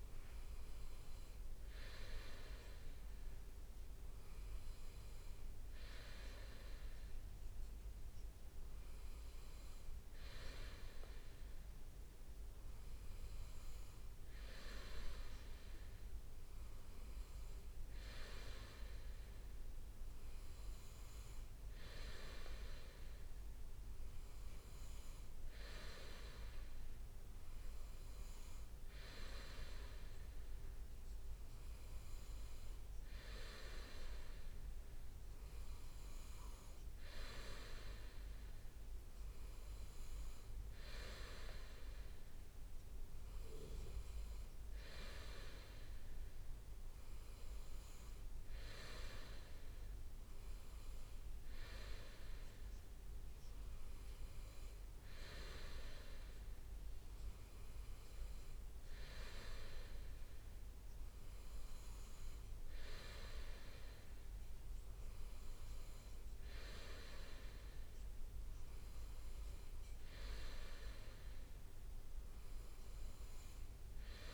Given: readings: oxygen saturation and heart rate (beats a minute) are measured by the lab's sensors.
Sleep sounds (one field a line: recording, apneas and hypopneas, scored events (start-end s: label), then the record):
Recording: breathing in sleep by a room microphone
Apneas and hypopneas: none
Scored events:
46.50-51.00 s: leg movement (device-marked)
From the record:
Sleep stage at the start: N2 (light sleep)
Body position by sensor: on the right side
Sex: male